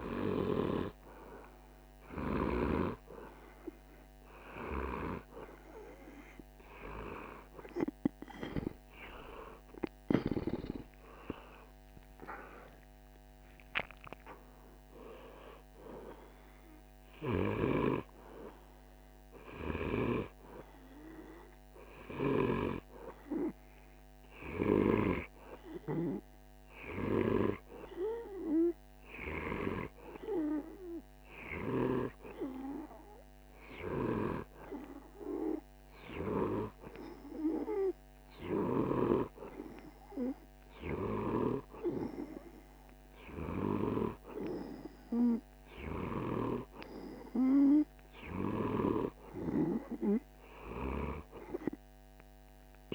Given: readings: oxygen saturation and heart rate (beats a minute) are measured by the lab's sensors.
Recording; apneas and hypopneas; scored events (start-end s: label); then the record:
breathing in sleep by a microphone on the trachea; 1
0.00-2.00 s: snoring (device-marked)
11.50-52.95 s: new sleep stage, N1 (lightest sleep)
12.00-16.00 s: arousal
34.00-46.50 s: hypopnea (oxygen 97% before, 94% lowest, heart rate 52 before, 50 extreme, up 1 after)
From the record:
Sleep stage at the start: N2 (light sleep); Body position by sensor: on the right side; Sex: male